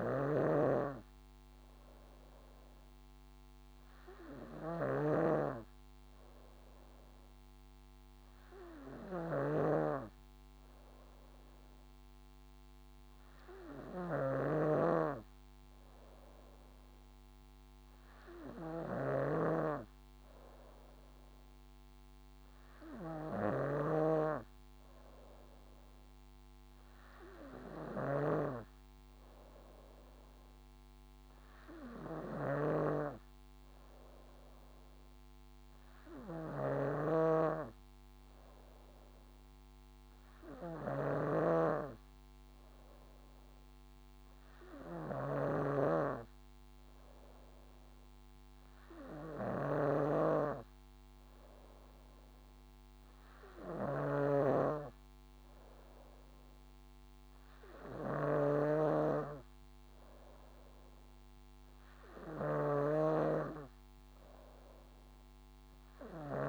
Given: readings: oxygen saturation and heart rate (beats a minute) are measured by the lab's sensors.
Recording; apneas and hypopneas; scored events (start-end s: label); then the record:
breathing in sleep by a microphone on the trachea; none
0.00-54.50 s: snoring (device-marked)
63.00-66.49 s: snoring (device-marked)
From the record:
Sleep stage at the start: N3 (deep sleep); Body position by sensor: on the back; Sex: female